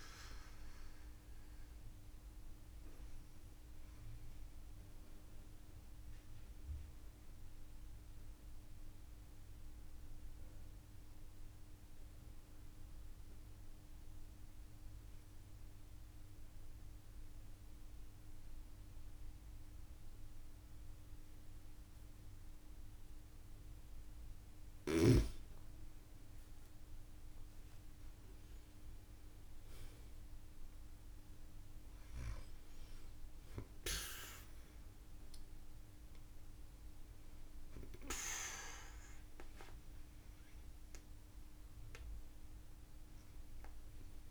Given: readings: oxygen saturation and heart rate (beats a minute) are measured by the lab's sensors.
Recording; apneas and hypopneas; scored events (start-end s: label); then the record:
breathing in sleep by a room microphone; 1
0.00-14.00 s: oxygen desaturation (device-marked, oxygen 98% before, 94% lowest)
6.00-24.00 s: mixed apnea (oxygen 98% before, 91% lowest)
26.50-29.50 s: arousal
30.00-39.00 s: oxygen desaturation (device-marked, oxygen 96% before, 92% lowest)
From the record:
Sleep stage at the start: N2 (light sleep); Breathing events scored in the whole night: 151 in 4.4 hours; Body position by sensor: on the back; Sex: female